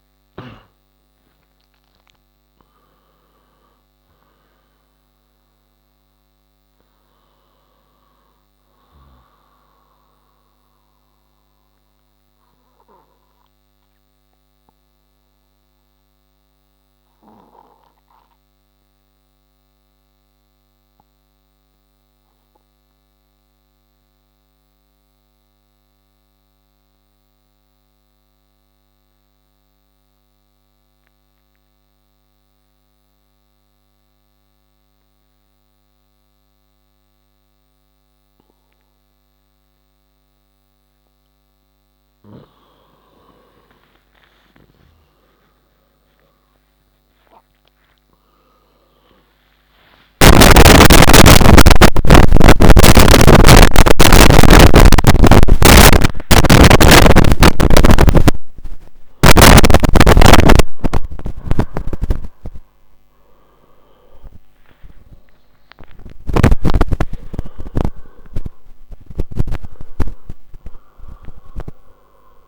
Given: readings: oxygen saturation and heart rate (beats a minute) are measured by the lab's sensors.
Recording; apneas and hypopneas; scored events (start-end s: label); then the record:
a person partly awake in a sleep study, by a microphone on the trachea; 1
0.00-20.50 s: oxygen desaturation (device-marked, oxygen 89% lowest, heart rate 58 extreme)
12.50-42.00 s: obstructive apnea (oxygen 97% before, 89% lowest, heart rate 89 before, 29 extreme)
40.50-65.50 s: oxygen desaturation (device-marked, oxygen 97% before, 91% lowest, heart rate 70 before, 26 extreme)
41.50-71.50 s: new sleep stage, awake
67.50-72.48 s: oxygen desaturation (device-marked, oxygen 96% before, 90% lowest, heart rate 115 before, 58 extreme)
71.50-72.48 s: new sleep stage, N1 (lightest sleep)
From the record:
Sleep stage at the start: N2 (light sleep); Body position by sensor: on the left side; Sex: male